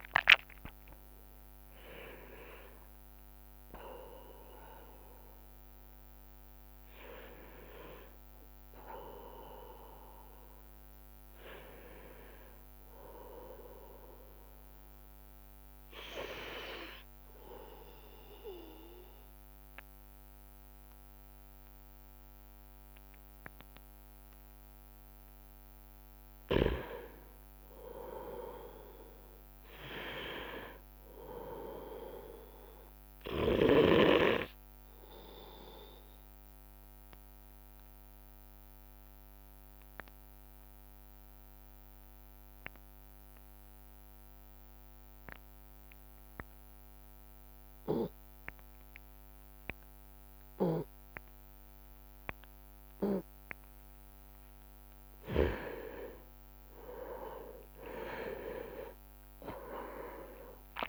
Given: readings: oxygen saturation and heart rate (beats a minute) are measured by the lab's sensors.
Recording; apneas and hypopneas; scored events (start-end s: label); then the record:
breathing in sleep by a microphone on the trachea; 2
0.00-3.00 s: oxygen desaturation (device-marked, oxygen 92% lowest)
12.00-15.50 s: arousal
12.00-27.00 s: oxygen desaturation (device-marked, oxygen 93% before, 84% lowest)
16.00-60.89 s: new sleep stage, N2 (light sleep)
18.00-28.00 s: obstructive apnea (oxygen 96% before, 84% lowest)
29.50-33.00 s: arousal
38.00-53.00 s: obstructive apnea (oxygen 100% before, 91% lowest)
50.50-56.00 s: snoring (device-marked)
55.00-60.89 s: arousal
59.00-60.89 s: oxygen desaturation (device-marked, oxygen 97% before, 94% lowest)
From the record:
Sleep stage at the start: N1 (lightest sleep); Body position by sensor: on the right side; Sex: male